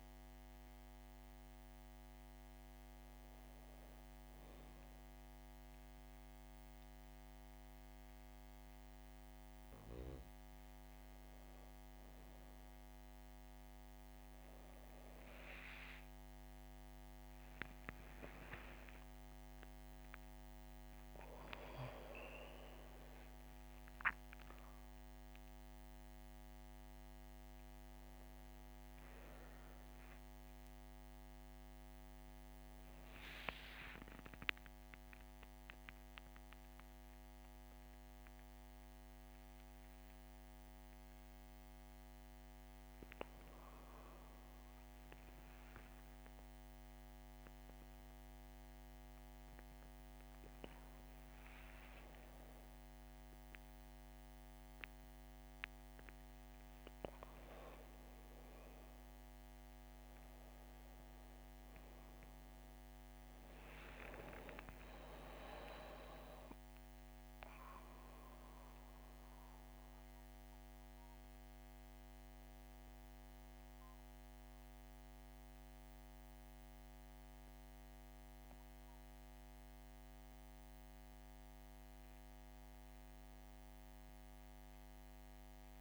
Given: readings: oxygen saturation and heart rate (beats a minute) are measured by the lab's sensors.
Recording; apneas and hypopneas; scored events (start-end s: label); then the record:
a person partly awake in a sleep study, by a microphone on the trachea; none
37.50-67.50 s: new sleep stage, awake
67.50-85.81 s: new sleep stage, N1 (lightest sleep)
From the record:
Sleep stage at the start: N1 (lightest sleep); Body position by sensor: on the back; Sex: female